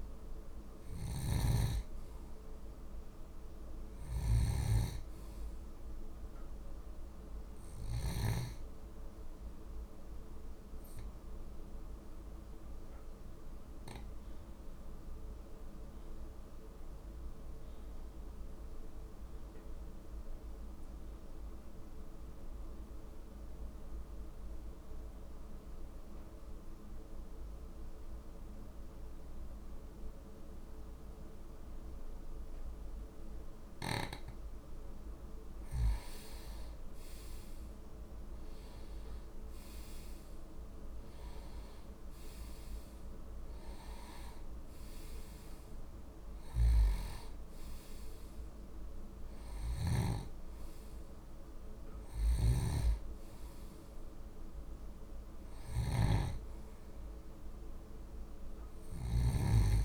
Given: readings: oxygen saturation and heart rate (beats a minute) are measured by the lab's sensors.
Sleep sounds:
breathing in sleep by a room microphone; 1
0.50-8.00 s: snoring (device-marked)
10.50-34.00 s: obstructive apnea (oxygen 97% before, 90% lowest, heart rate 52 before, 46 extreme, up 6 after)
21.00-27.00 s: oxygen desaturation (device-marked, oxygen 95% before, 90% lowest, heart rate 48 before, 48 extreme)
36.50-40.50 s: arousal
52.00-59.85 s: snoring (device-marked)
From the record:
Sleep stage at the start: N2 (light sleep); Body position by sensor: on the back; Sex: male

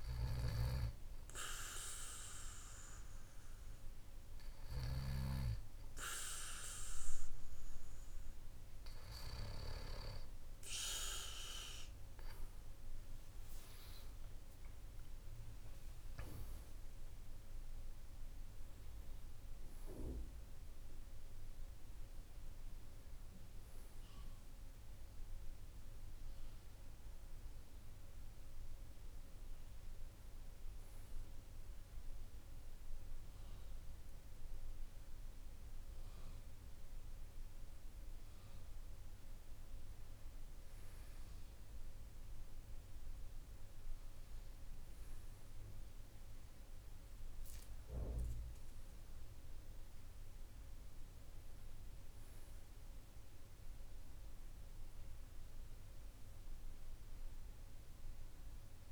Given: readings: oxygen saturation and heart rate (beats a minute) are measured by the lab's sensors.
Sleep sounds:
breathing in sleep by a room microphone; none
13.00-18.00 s: arousal
19.50-58.92 s: new sleep stage, N1 (lightest sleep)
From the record:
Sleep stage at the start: N2 (light sleep); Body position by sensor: on the back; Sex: male

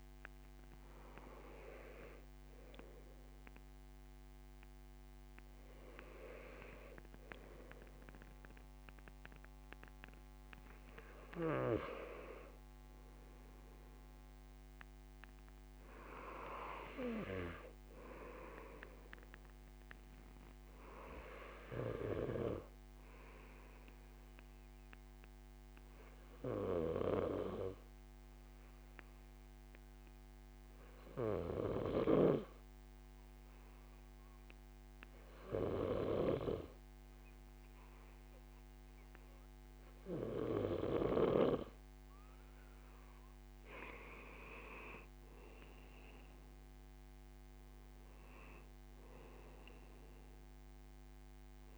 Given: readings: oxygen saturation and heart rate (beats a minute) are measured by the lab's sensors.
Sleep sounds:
breathing in sleep by a microphone on the trachea; 1
19.00-41.50 s: obstructive apnea (oxygen 98% before, 94% lowest, heart rate 76 before, 73 extreme, up 6 after)
43.00-47.50 s: arousal
From the record:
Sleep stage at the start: N2 (light sleep); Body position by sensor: on the right side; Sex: male

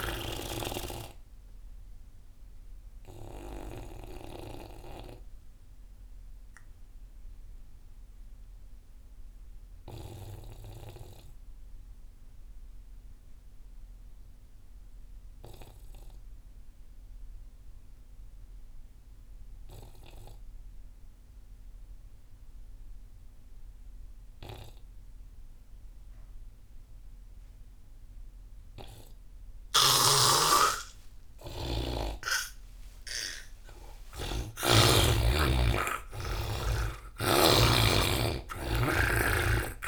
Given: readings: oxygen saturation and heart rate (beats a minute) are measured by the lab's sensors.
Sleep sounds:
breathing in sleep by a room microphone; 1
0.00-15.00 s: oxygen desaturation (device-marked, oxygen 85% lowest)
1.50-31.00 s: obstructive apnea (oxygen 99% before, 83% lowest)
26.00-39.88 s: oxygen desaturation (device-marked, oxygen 99% before, 83% lowest)
30.00-35.00 s: snoring (device-marked)
33.00-37.50 s: arousal
From the record:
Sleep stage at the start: N2 (light sleep); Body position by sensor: on the back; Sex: male

